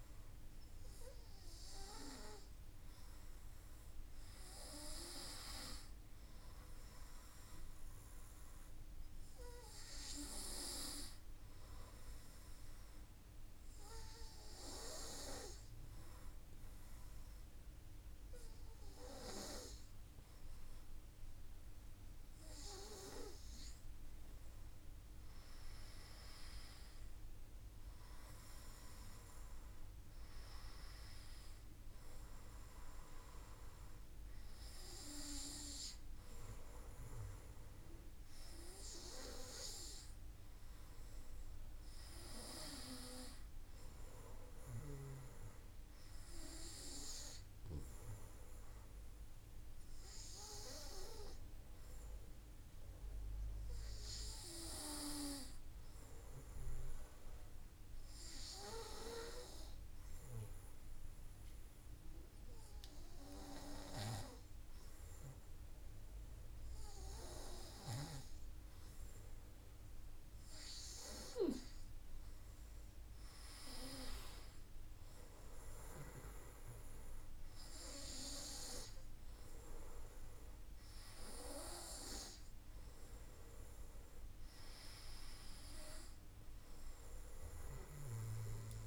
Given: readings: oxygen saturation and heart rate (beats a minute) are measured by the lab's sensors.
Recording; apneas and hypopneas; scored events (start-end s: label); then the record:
breathing in sleep by a room microphone; 2
12.00-24.00 s: obstructive apnea (oxygen 97% before, 96% lowest, heart rate 55 before, 53 extreme, up 5 after)
25.50-29.00 s: arousal
56.50-67.50 s: obstructive apnea (oxygen 97% before, 95% lowest, heart rate 55 before, 52 extreme, up 2 after)
73.00-77.50 s: arousal
From the record:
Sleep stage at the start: N2 (light sleep); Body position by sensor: on the back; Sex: male